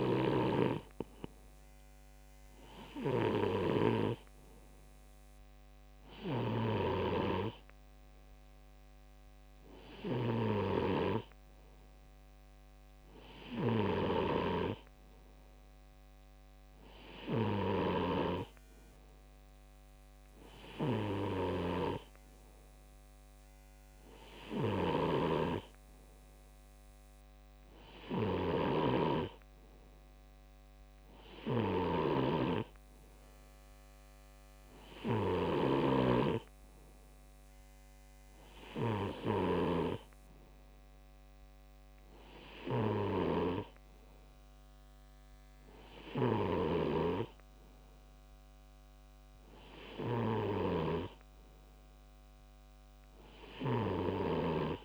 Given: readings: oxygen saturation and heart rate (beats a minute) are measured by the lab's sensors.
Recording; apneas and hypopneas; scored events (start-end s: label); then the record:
breathing in sleep by a microphone on the trachea; none
6.50-18.50 s: snoring (device-marked)
25.00-36.00 s: snoring (device-marked)
47.00-49.00 s: bradycardia (device-marked, heart rate 61 before, 61 extreme)
50.00-52.00 s: bradycardia (device-marked, heart rate 61 before, 59 extreme)
From the record:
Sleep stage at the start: N3 (deep sleep); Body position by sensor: on the left side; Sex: male